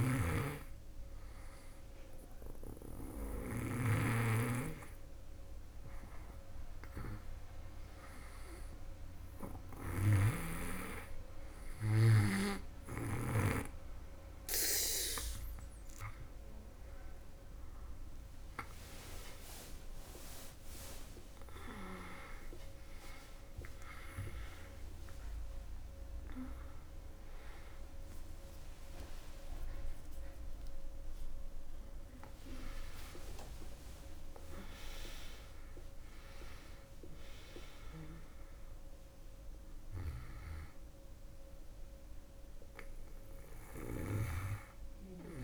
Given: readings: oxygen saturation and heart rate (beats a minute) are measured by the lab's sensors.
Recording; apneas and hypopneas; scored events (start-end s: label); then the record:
breathing in sleep by a room microphone; none
0.00-3.50 s: snoring (device-marked)
9.50-13.00 s: snoring (device-marked)
27.50-32.00 s: arousal
43.00-45.44 s: snoring (device-marked)
From the record:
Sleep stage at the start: N2 (light sleep); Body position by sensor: on the back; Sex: female